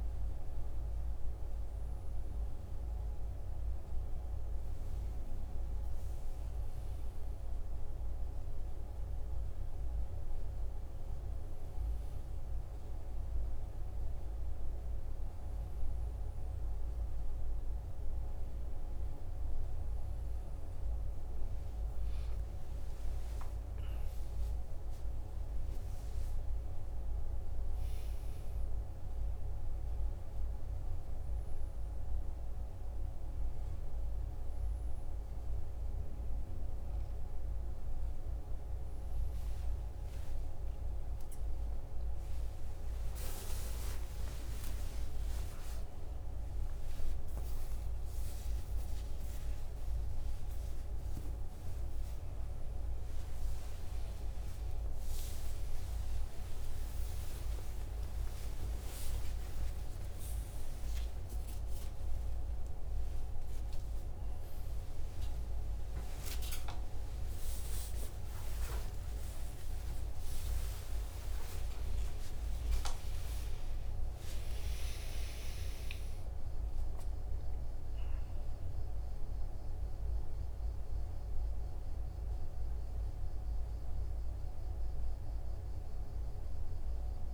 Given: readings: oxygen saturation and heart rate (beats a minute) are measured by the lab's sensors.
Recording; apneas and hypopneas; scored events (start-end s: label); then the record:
a person awake in a sleep study, hard to hear, by a room microphone; none
58.00-69.00 s: tachycardia (device-marked, heart rate 53 before, 156 extreme)
From the record:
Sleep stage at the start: awake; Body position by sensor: on the right side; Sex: male